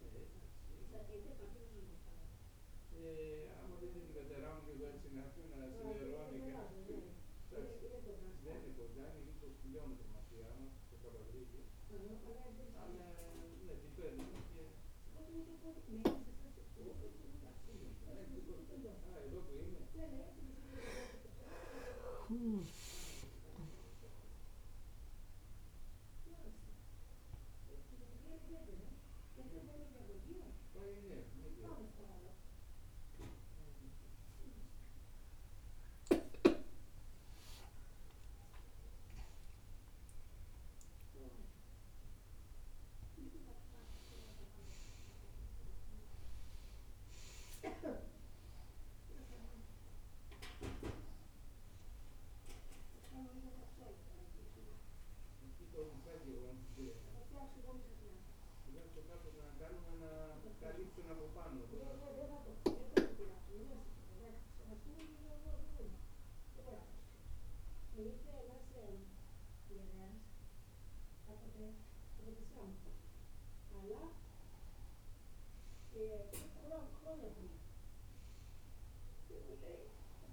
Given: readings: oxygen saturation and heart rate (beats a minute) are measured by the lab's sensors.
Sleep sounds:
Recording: a person awake in a sleep study, by a room microphone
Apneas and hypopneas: none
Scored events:
11.50-22.50 s: oxygen desaturation (device-marked, oxygen 99% before, 94% lowest, heart rate 97 before, 95 extreme)
44.50-52.50 s: oxygen desaturation (device-marked, oxygen 98% before, 94% lowest, heart rate 97 before, 95 extreme)
74.50-80.33 s: oxygen desaturation (device-marked, oxygen 97% before, 93% lowest, heart rate 96 before, 95 extreme)
From the record:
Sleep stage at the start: awake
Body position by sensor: on the right side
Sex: female

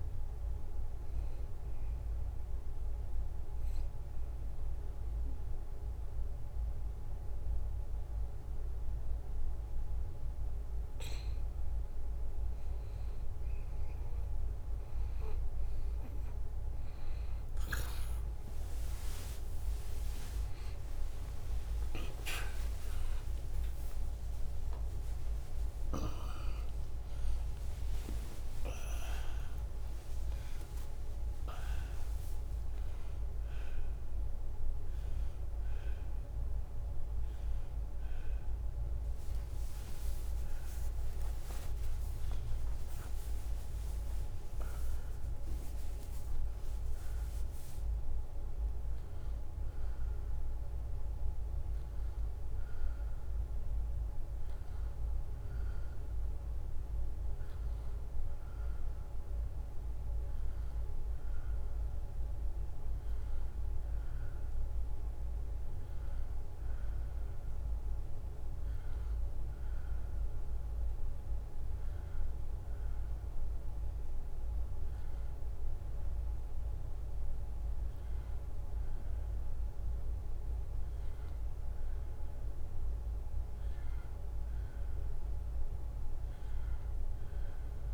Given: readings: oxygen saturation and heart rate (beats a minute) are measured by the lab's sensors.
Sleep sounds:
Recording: breathing in sleep, hard to hear, by a room microphone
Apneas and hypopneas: 1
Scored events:
0.00-5.50 s: oxygen desaturation (device-marked, oxygen 91% lowest, heart rate 73 extreme)
0.50-12.50 s: obstructive apnea (oxygen 94% before, 89% lowest, heart rate 75 before, 73 extreme, up 1 after)
10.50-87.94 s: new sleep stage, N1 (lightest sleep)
18.50-37.50 s: oxygen desaturation (device-marked, oxygen 94% before, 89% lowest, heart rate 75 before, 77 extreme)
20.00-28.00 s: arousal
20.50-22.50 s: long interval between heartbeats (device-marked, heart rate 75 before, 90 extreme)
20.50-35.50 s: drop in pulse transit time (device-marked, heart rate 75 before, 85 extreme)
27.50-29.50 s: long interval between heartbeats (device-marked, heart rate 82 before, 92 extreme)
49.50-57.50 s: drop in pulse transit time (device-marked, heart rate 83 before, 78 extreme)
From the record:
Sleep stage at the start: N2 (light sleep)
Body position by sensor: on the right side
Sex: male

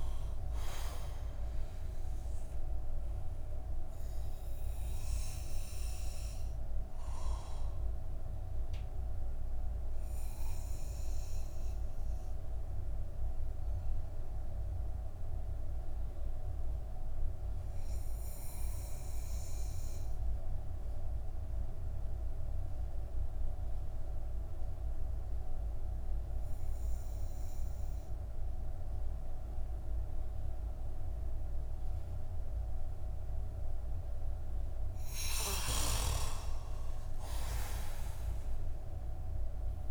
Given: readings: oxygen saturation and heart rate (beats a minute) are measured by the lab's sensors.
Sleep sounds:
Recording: breathing in sleep by a room microphone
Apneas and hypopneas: 1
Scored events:
0.00-2.00 s: oxygen desaturation (device-marked, oxygen 92% lowest)
4.00-35.00 s: obstructive apnea (oxygen 98% before, 89% lowest)
17.00-33.00 s: oxygen desaturation (device-marked, oxygen 93% before, 89% lowest)
35.00-39.91 s: snoring (device-marked)
36.00-39.50 s: arousal
From the record:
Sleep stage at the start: N2 (light sleep)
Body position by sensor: on the back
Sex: male

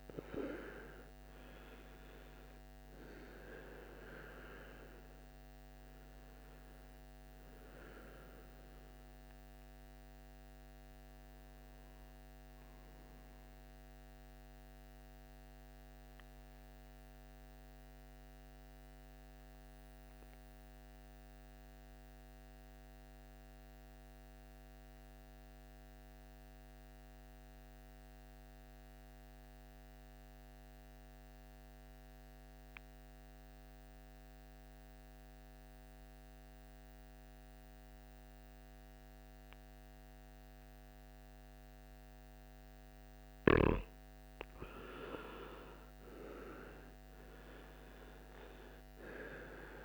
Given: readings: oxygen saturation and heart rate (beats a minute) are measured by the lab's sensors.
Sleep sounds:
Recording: breathing in sleep by a microphone on the trachea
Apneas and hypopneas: 1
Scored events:
0.00-2.50 s: arousal
0.00-24.00 s: oxygen desaturation (device-marked, oxygen 88% lowest, heart rate 53 extreme)
17.50-42.00 s: mixed apnea (oxygen 98% before, 88% lowest, heart rate 64 before, 53 extreme, up 15 after)
41.00-49.85 s: oxygen desaturation (device-marked, oxygen 98% before, 88% lowest, heart rate 56 before, 55 extreme)
45.00-49.50 s: arousal
From the record:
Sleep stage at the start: N2 (light sleep)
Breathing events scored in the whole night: 504 in 6.9 hours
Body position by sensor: on the right side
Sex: male

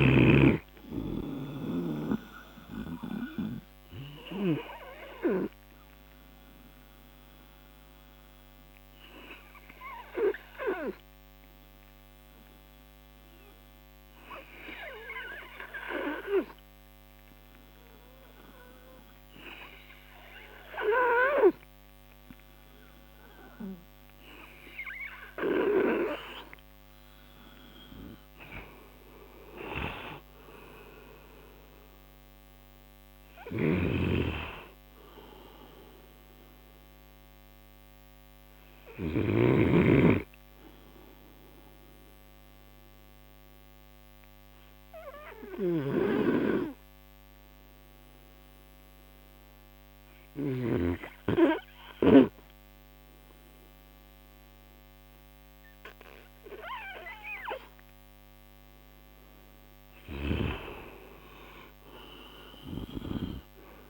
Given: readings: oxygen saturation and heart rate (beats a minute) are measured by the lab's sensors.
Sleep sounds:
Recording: breathing in sleep by a microphone on the trachea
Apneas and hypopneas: 1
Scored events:
7.50-17.50 s: oxygen desaturation (device-marked, oxygen 93% before, 90% lowest)
24.50-56.50 s: oxygen desaturation (device-marked, oxygen 95% before, 86% lowest)
40.00-58.50 s: obstructive apnea (oxygen 95% before, 86% lowest)
56.50-63.90 s: new sleep stage, N2 (light sleep)
60.50-63.90 s: arousal
62.50-63.90 s: oxygen desaturation (device-marked, oxygen 98% before, 88% lowest)
From the record:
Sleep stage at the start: N3 (deep sleep)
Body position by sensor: on the right side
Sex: male

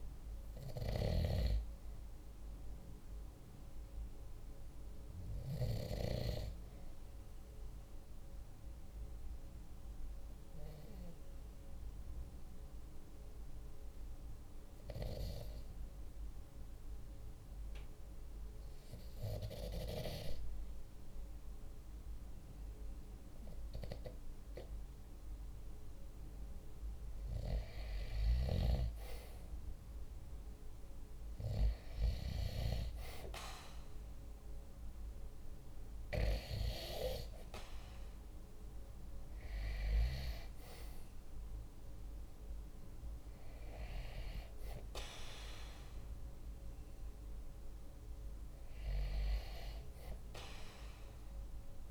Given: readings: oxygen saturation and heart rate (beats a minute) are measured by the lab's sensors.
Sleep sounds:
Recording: breathing in sleep by a room microphone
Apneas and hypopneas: 1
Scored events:
7.00-26.00 s: obstructive apnea (oxygen 98% before, 93% lowest, heart rate 47 before, 45 extreme, up 2 after)
27.00-32.50 s: arousal
From the record:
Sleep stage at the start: N2 (light sleep)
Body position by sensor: on the right side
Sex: male

